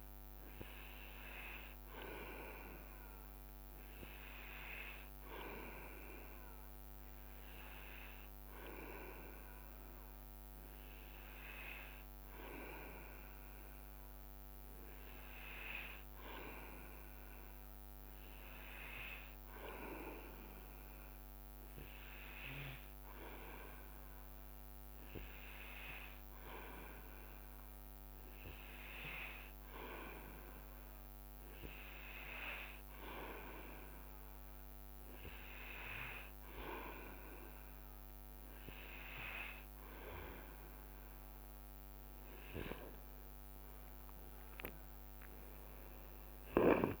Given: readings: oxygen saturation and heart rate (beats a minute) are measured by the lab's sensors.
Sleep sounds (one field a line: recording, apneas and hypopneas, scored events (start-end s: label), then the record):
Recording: breathing in sleep by a microphone on the trachea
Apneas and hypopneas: none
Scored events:
1.00-8.00 s: leg movement (device-marked)
10.50-12.50 s: leg movement (device-marked)
18.50-23.50 s: leg movement (device-marked)
28.50-32.50 s: leg movement (device-marked)
39.00-43.00 s: leg movement (device-marked)
44.00-47.00 s: leg movement (device-marked)
45.50-47.00 s: arousal
From the record:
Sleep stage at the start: N2 (light sleep)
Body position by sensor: on the back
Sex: male